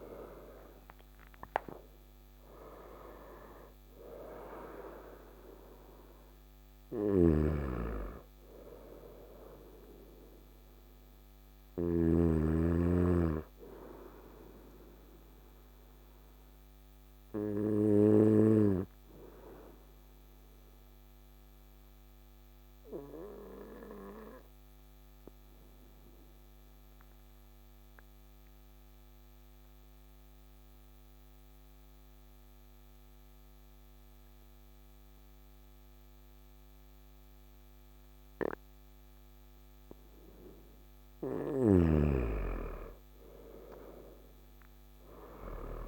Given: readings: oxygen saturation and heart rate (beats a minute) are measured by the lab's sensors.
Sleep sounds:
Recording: breathing in sleep by a microphone on the trachea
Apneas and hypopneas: 1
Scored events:
0.00-25.50 s: oxygen desaturation (device-marked, oxygen 91% lowest, heart rate 54 extreme)
6.50-11.50 s: snoring (device-marked)
14.00-39.50 s: obstructive apnea (oxygen 98% before, 91% lowest, heart rate 64 before, 54 extreme, up 10 after)
40.50-45.88 s: oxygen desaturation (device-marked, oxygen 99% before, 96% lowest, heart rate 55 before, 55 extreme)
43.50-45.88 s: arousal
From the record:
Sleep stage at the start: N2 (light sleep)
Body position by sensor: on the right side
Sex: male

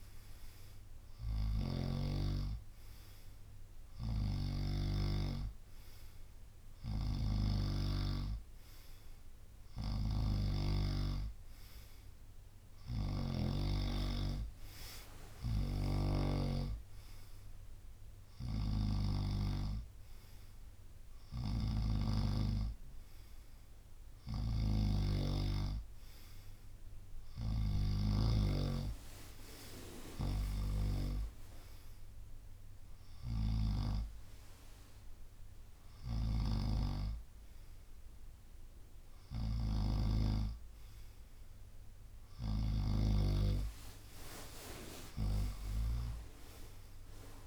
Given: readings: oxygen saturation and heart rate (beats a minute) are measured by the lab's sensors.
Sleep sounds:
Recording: breathing in sleep by a room microphone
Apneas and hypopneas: none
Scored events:
0.00-4.50 s: snoring (device-marked)
6.50-16.00 s: snoring (device-marked)
13.50-22.50 s: drop in pulse transit time (device-marked, heart rate 71 before, 72 extreme)
18.00-43.00 s: snoring (device-marked)
From the record:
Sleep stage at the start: N2 (light sleep)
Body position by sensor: on the right side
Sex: male

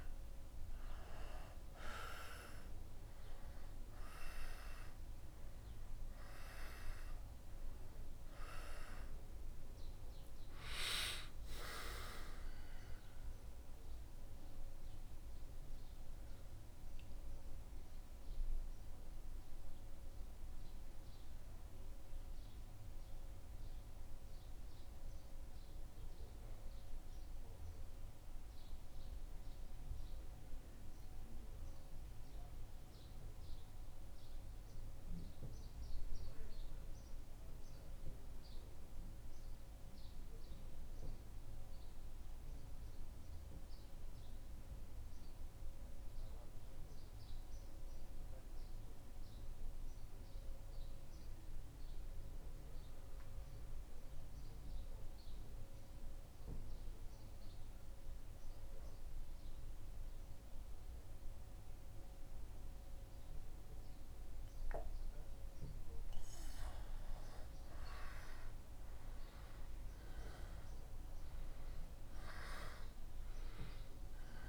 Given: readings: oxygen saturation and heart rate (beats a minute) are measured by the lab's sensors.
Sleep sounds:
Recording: breathing in sleep by a room microphone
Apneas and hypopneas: 1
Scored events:
0.00-6.00 s: oxygen desaturation (device-marked, oxygen 87% lowest, heart rate 74 extreme)
10.50-14.00 s: arousal
17.50-65.50 s: mixed apnea (oxygen 96% before, 90% lowest, heart rate 76 before, 72 extreme, up 2 after)
66.00-74.49 s: new sleep stage, awake
From the record:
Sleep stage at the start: N2 (light sleep)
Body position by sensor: on the back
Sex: male

